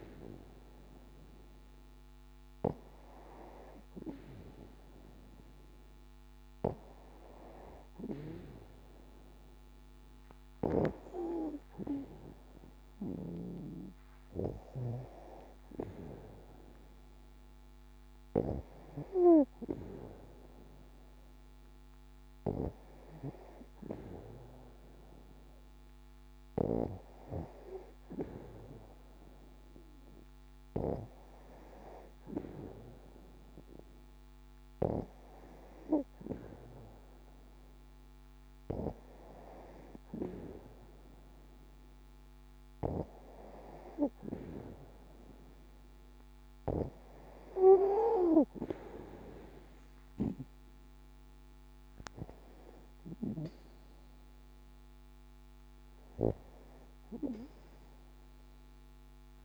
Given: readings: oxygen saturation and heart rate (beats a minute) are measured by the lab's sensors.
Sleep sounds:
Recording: breathing in sleep by a microphone on the trachea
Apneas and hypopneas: none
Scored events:
50.50-55.50 s: arousal
From the record:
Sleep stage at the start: N2 (light sleep)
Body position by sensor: on the back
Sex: female

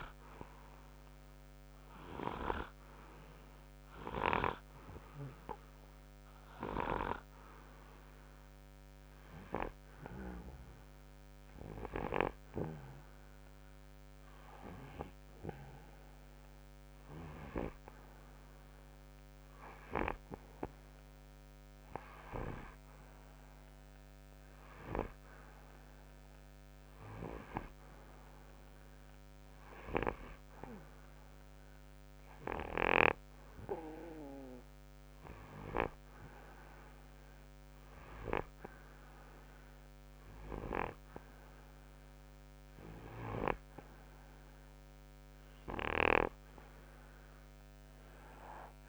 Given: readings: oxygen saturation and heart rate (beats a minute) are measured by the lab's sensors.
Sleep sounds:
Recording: breathing in sleep by a microphone on the trachea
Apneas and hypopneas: 1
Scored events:
1.00-13.50 s: hypopnea (oxygen 97% before, 92% lowest, heart rate 59 before, 53 extreme, up 0 after)
3.00-19.00 s: oxygen desaturation (device-marked, oxygen 97% before, 93% lowest, heart rate 60 before, 53 extreme)
15.00-19.00 s: arousal
From the record:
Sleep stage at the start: N2 (light sleep)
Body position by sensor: on the right side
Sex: male

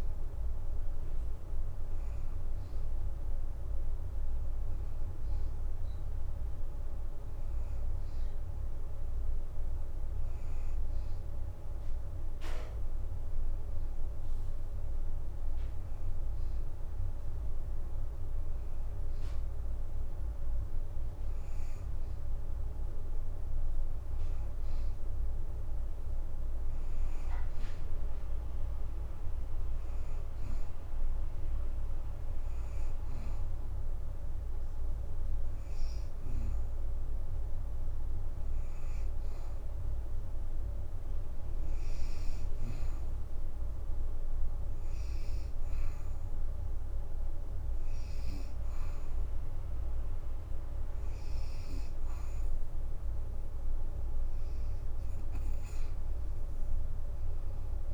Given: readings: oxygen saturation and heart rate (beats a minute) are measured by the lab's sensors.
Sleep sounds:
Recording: breathing in sleep, hard to hear, by a room microphone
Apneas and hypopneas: none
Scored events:
0.00-4.00 s: leg movement (device-marked)
51.50-57.94 s: oxygen desaturation (device-marked, oxygen 88% before, 84% lowest, heart rate 78 before, 57 extreme)
From the record:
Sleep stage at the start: N2 (light sleep)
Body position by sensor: on the right side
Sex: female

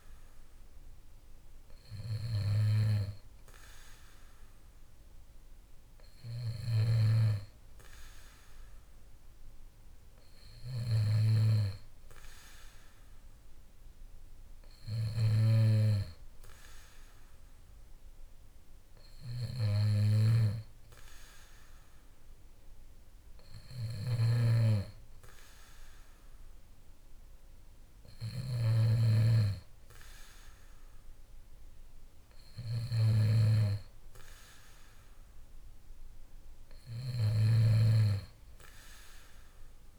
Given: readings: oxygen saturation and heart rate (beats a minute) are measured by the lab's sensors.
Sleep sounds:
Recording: breathing in sleep by a room microphone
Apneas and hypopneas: none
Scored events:
15.00-37.50 s: snoring (device-marked)
From the record:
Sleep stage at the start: N2 (light sleep)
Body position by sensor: on the back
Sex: male

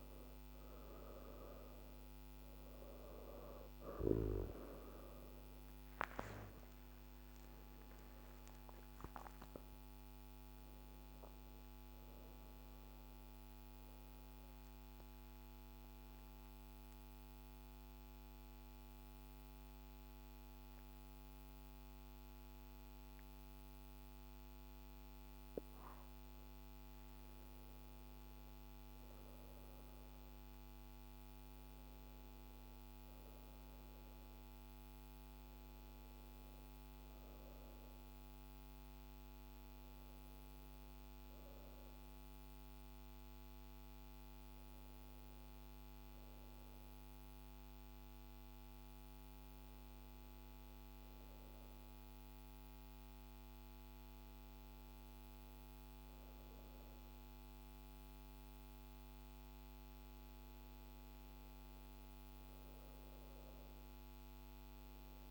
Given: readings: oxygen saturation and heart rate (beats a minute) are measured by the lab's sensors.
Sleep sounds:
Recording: breathing in sleep, hard to hear, by a microphone on the trachea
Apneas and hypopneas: 1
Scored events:
0.00-1.50 s: arousal
0.00-21.00 s: oxygen desaturation (device-marked, oxygen 82% lowest)
13.00-25.50 s: obstructive apnea (oxygen 97% before, 84% lowest)
27.00-30.50 s: arousal
30.00-48.00 s: oxygen desaturation (device-marked, oxygen 98% before, 91% lowest)
From the record:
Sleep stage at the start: N2 (light sleep)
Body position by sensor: on the right side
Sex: female

